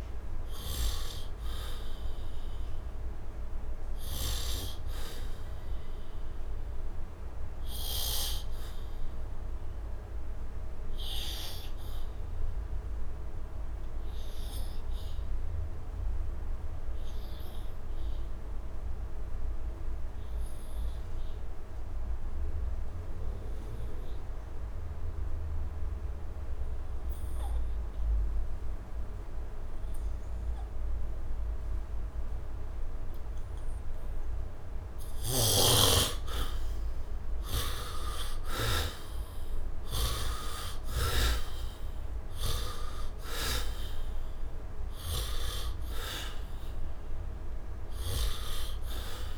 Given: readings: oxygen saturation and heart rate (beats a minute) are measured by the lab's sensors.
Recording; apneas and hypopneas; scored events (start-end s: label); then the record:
breathing in sleep by a room microphone; 1
0.00-15.00 s: oxygen desaturation (device-marked, oxygen 67% lowest, heart rate 73 extreme)
9.00-34.50 s: obstructive apnea (oxygen 84% before, 67% lowest, heart rate 91 before, 73 extreme, up 41 after)
27.00-49.38 s: oxygen desaturation (device-marked, oxygen 100% before, 71% lowest, heart rate 77 before, 73 extreme)
34.50-45.00 s: snoring (device-marked)
36.50-42.00 s: arousal
From the record:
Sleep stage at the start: N2 (light sleep); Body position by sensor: on the back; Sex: male